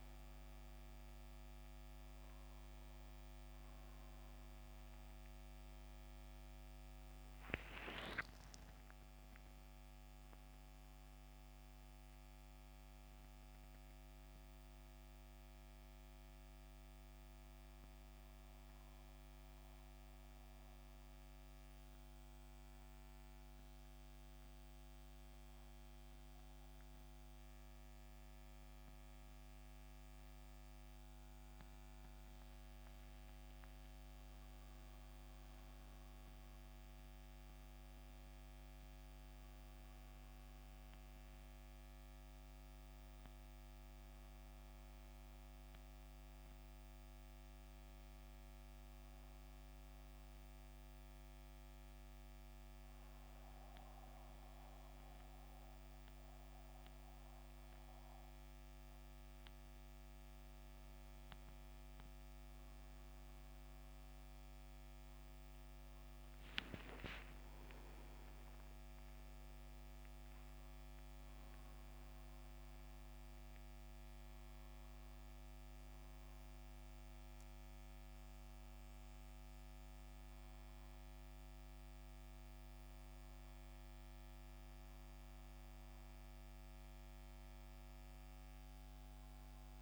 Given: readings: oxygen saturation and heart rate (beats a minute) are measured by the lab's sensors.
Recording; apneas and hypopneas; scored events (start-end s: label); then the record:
breathing in sleep, hard to hear, by a microphone on the trachea; 2
0.00-25.00 s: oxygen desaturation (device-marked, oxygen 86% lowest, heart rate 72 extreme)
8.00-12.50 s: arousal
17.50-29.00 s: central apnea (oxygen 93% before, 87% lowest, heart rate 83 before, 72 extreme, up 8 after)
31.00-35.00 s: arousal
39.00-62.00 s: oxygen desaturation (device-marked, oxygen 95% before, 88% lowest, heart rate 76 before, 71 extreme)
49.00-60.00 s: obstructive apnea (oxygen 95% before, 88% lowest, heart rate 80 before, 71 extreme, up 10 after)
61.50-66.00 s: arousal
65.00-89.81 s: new sleep stage, N1 (lightest sleep)
78.00-89.81 s: oxygen desaturation (device-marked, oxygen 93% before, 89% lowest, heart rate 79 before, 78 extreme)
From the record:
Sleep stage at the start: N2 (light sleep); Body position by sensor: on the back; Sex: male